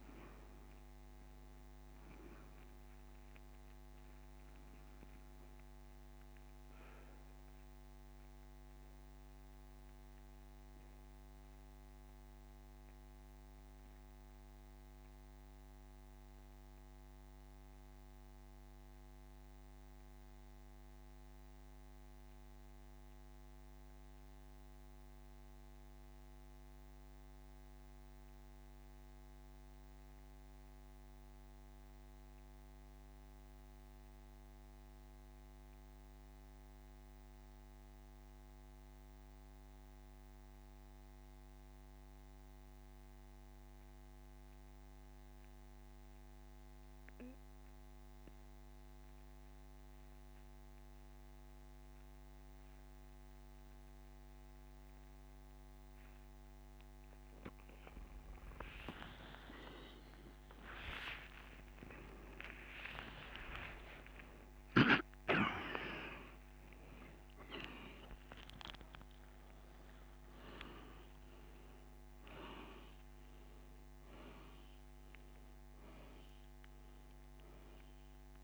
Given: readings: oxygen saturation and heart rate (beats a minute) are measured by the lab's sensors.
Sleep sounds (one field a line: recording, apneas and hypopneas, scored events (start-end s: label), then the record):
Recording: breathing in sleep by a microphone on the trachea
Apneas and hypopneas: 1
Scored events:
0.00-45.00 s: oxygen desaturation (device-marked, oxygen 84% lowest, heart rate 37 extreme)
9.50-56.00 s: mixed apnea (oxygen 97% before, 84% lowest, heart rate 69 before, 47 extreme, up 55 after)
59.00-78.44 s: oxygen desaturation (device-marked, oxygen 97% before, 84% lowest)
63.50-69.00 s: arousal
From the record:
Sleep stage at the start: N2 (light sleep)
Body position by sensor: on the back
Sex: male